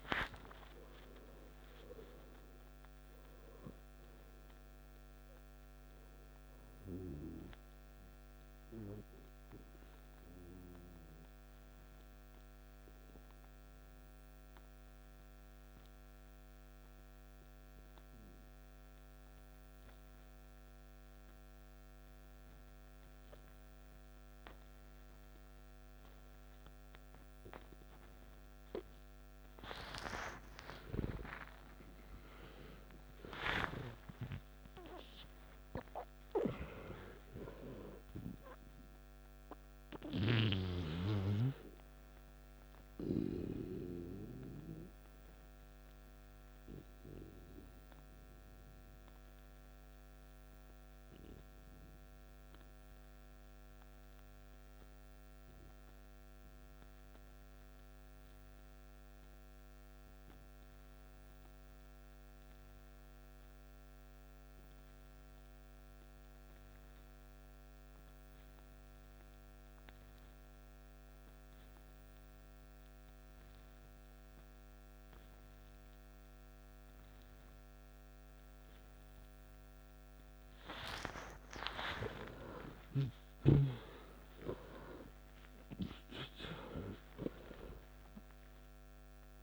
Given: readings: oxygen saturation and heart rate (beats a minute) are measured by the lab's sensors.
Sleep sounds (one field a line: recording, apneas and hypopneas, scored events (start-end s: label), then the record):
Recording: breathing in sleep by a microphone on the trachea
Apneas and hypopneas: 2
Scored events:
0.00-1.00 s: oxygen desaturation (device-marked, oxygen 89% lowest, heart rate 53 extreme)
8.00-16.00 s: oxygen desaturation (device-marked, oxygen 90% before, 87% lowest, heart rate 69 before, 53 extreme)
12.00-30.50 s: obstructive apnea (oxygen 94% before, 87% lowest, heart rate 70 before, 52 extreme, up 14 after)
31.00-55.00 s: oxygen desaturation (device-marked, oxygen 99% before, 90% lowest, heart rate 56 before, 52 extreme)
31.50-35.50 s: arousal
45.00-80.50 s: obstructive apnea (oxygen 99% before, 87% lowest, heart rate 62 before, 52 extreme, up 12 after)
72.00-89.43 s: oxygen desaturation (device-marked, oxygen 97% before, 87% lowest, heart rate 54 before, 53 extreme)
81.00-86.00 s: arousal
From the record:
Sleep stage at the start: N2 (light sleep)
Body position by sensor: on the back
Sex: male